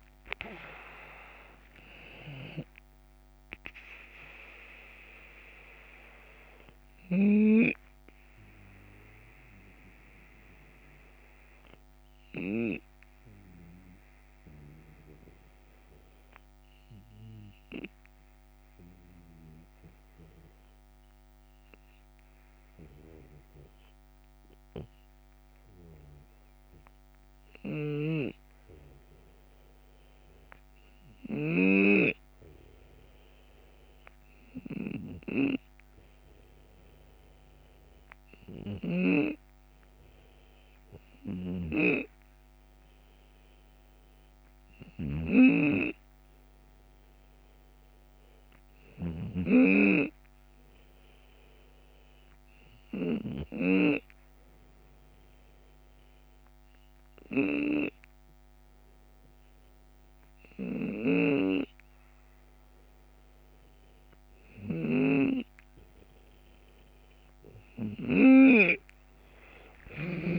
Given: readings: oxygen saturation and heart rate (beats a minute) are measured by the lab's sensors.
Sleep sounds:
breathing in sleep by a microphone on the trachea; 1
0.00-6.50 s: drop in pulse transit time (device-marked, heart rate 79 extreme)
0.00-11.50 s: oxygen desaturation (device-marked, oxygen 87% lowest, heart rate 56 extreme)
7.00-9.00 s: long interval between heartbeats (device-marked, heart rate 81 before, 82 extreme)
7.50-65.00 s: obstructive apnea (oxygen 92% before, 84% lowest, heart rate 81 before, 59 extreme, up 8 after)
9.00-11.00 s: long interval between heartbeats (device-marked, heart rate 81 before, 68 extreme)
15.50-17.50 s: long interval between heartbeats (device-marked, heart rate 76 before, 65 extreme)
18.50-30.50 s: drop in pulse transit time (device-marked, heart rate 73 before, 63 extreme)
40.50-53.50 s: snoring (device-marked)
41.50-54.50 s: oxygen desaturation (device-marked, oxygen 97% before, 88% lowest, heart rate 73 before, 73 extreme)
46.50-57.50 s: drop in pulse transit time (device-marked, heart rate 74 before, 73 extreme)
63.50-70.38 s: new sleep stage, N2 (light sleep)
64.00-68.00 s: snoring (device-marked)
From the record:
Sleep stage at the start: REM sleep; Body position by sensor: on the left side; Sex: male

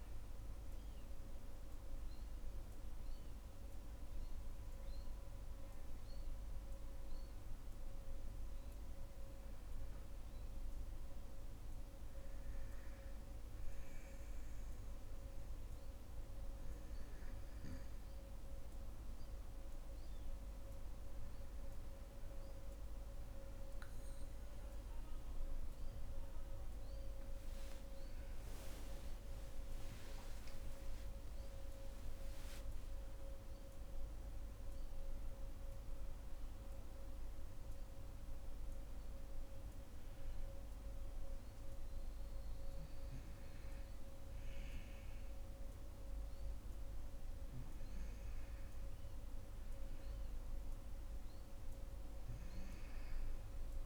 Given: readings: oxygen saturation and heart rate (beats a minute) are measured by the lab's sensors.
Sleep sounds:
breathing in sleep, hard to hear, by a room microphone; 1
1.50-6.00 s: arousal
3.00-14.00 s: oxygen desaturation (device-marked, oxygen 96% before, 92% lowest, heart rate 63 before, 64 extreme)
11.50-22.50 s: hypopnea (oxygen 96% before, 91% lowest, heart rate 64 before, 61 extreme, up 5 after)
25.50-31.50 s: arousal
From the record:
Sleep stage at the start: N2 (light sleep); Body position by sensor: on the right side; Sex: female

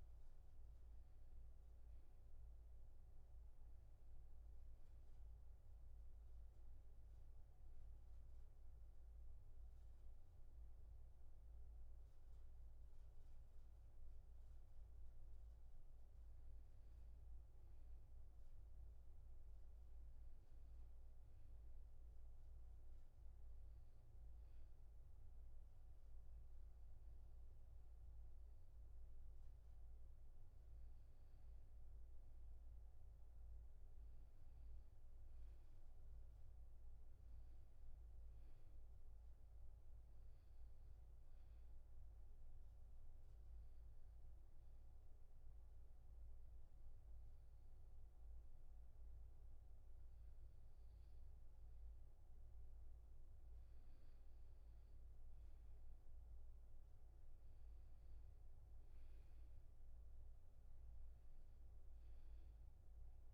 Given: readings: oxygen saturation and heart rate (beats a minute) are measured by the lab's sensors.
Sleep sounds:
breathing in sleep, hard to hear, by a room microphone; 2
0.00-11.00 s: oxygen desaturation (device-marked, oxygen 91% lowest, heart rate 64 extreme)
15.00-63.34 s: new sleep stage, N2 (light sleep)
21.00-32.50 s: hypopnea (oxygen 98% before, 90% lowest, heart rate 74 before, 69 extreme, up 5 after)
34.50-38.00 s: arousal
39.00-49.00 s: oxygen desaturation (device-marked, oxygen 96% before, 93% lowest, heart rate 72 before, 69 extreme)
41.50-53.00 s: obstructive apnea (oxygen 98% before, 90% lowest, heart rate 72 before, 69 extreme, up 5 after)
56.00-59.50 s: arousal
61.00-63.34 s: oxygen desaturation (device-marked, oxygen 96% before, 91% lowest, heart rate 72 before, 68 extreme)
From the record:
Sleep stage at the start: N1 (lightest sleep); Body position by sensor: on the back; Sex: male

